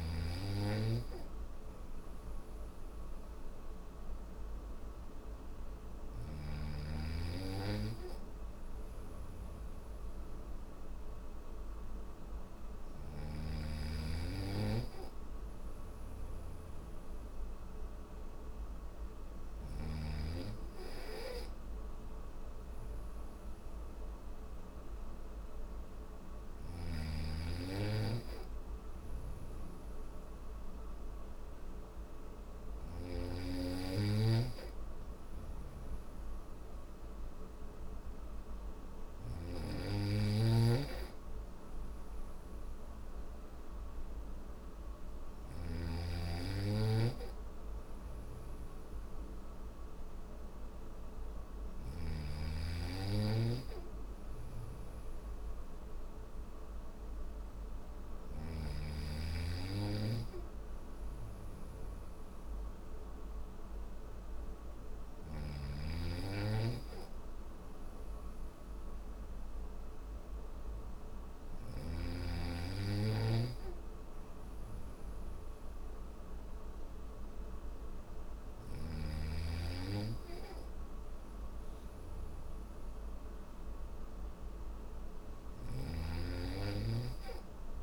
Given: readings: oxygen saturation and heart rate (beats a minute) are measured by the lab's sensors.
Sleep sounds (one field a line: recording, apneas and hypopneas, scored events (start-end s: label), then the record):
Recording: breathing in sleep by a room microphone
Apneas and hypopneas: none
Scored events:
12.00-19.00 s: snoring (device-marked)
25.50-32.00 s: snoring (device-marked)
38.00-44.50 s: snoring (device-marked)
From the record:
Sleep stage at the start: N3 (deep sleep)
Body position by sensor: on the back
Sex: male